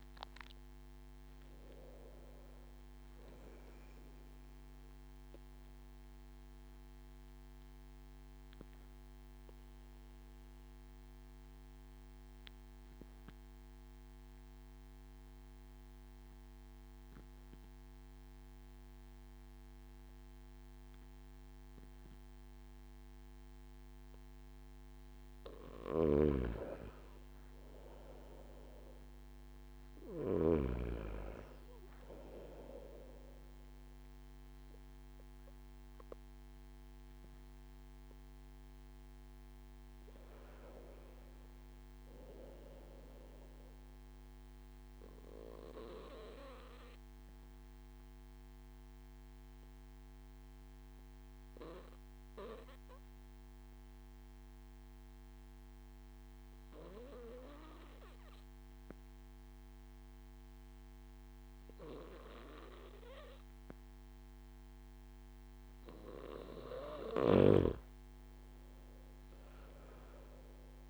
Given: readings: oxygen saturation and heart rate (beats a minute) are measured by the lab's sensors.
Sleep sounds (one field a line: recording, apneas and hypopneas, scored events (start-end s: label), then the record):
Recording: breathing in sleep by a microphone on the trachea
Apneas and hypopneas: 2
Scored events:
6.00-25.00 s: obstructive apnea (oxygen 97% before, 93% lowest)
25.50-30.50 s: snoring (device-marked)
27.50-30.50 s: arousal
40.50-43.00 s: arousal
45.00-65.50 s: obstructive apnea (oxygen 97% before, 93% lowest)
61.50-70.90 s: new sleep stage, N1 (lightest sleep)
67.00-70.00 s: arousal
67.50-70.90 s: oxygen desaturation (device-marked, oxygen 97% before, 93% lowest)
From the record:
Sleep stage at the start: N2 (light sleep)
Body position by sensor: on the back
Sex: male